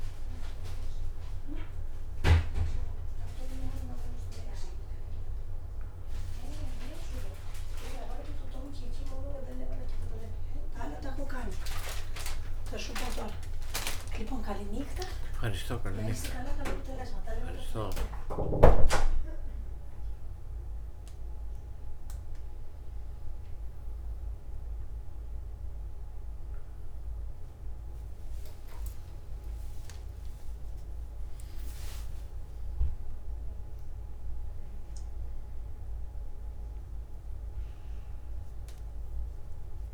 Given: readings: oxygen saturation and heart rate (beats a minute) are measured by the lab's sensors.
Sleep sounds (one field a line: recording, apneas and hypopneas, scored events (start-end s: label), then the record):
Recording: a person awake in a sleep study, by a room microphone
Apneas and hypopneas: none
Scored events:
none scored
From the record:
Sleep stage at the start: awake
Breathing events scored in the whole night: 235 in 4.8 hours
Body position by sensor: on the back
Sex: male